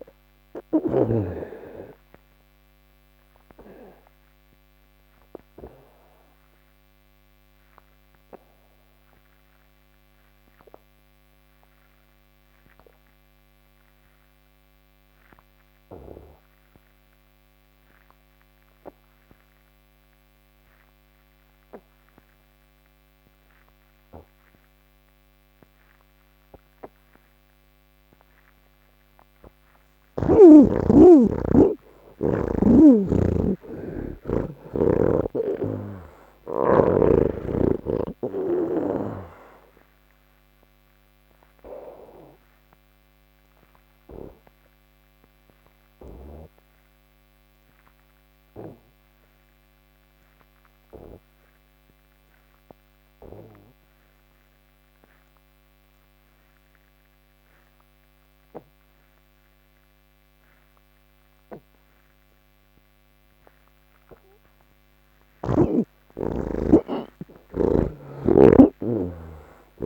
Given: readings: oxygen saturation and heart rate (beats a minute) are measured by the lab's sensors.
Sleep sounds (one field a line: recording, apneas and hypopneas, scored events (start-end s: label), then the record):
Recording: breathing in sleep by a microphone on the trachea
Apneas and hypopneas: none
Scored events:
2.50-18.50 s: oxygen desaturation (device-marked, oxygen 94% before, 76% lowest)
25.50-43.50 s: oxygen desaturation (device-marked, oxygen 97% before, 84% lowest, heart rate 63 before, 39 extreme)
48.50-59.50 s: oxygen desaturation (device-marked, oxygen 89% before, 74% lowest, heart rate 109 before, 39 extreme)
66.50-69.86 s: oxygen desaturation (device-marked, oxygen 96% before, 87% lowest, heart rate 88 before, 80 extreme)
From the record:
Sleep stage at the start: N3 (deep sleep)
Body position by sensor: on the back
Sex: male